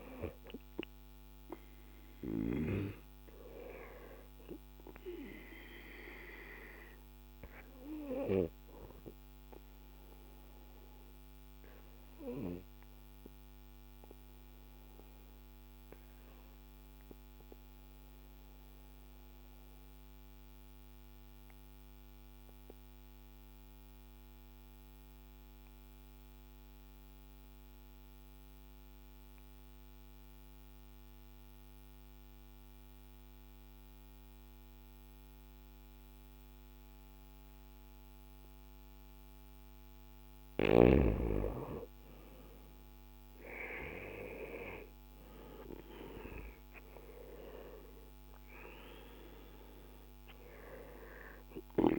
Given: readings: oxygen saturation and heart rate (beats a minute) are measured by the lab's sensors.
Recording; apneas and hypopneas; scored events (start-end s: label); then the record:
breathing in sleep by a microphone on the trachea; 1
0.00-23.50 s: oxygen desaturation (device-marked, oxygen 87% lowest, heart rate 55 extreme)
5.50-39.00 s: obstructive apnea (oxygen 98% before, 87% lowest, heart rate 62 before, 55 extreme, up 7 after)
42.00-46.50 s: arousal
46.50-51.99 s: oxygen desaturation (device-marked, oxygen 97% before, 90% lowest, heart rate 57 before, 56 extreme)
From the record:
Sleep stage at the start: N2 (light sleep); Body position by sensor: on the back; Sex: male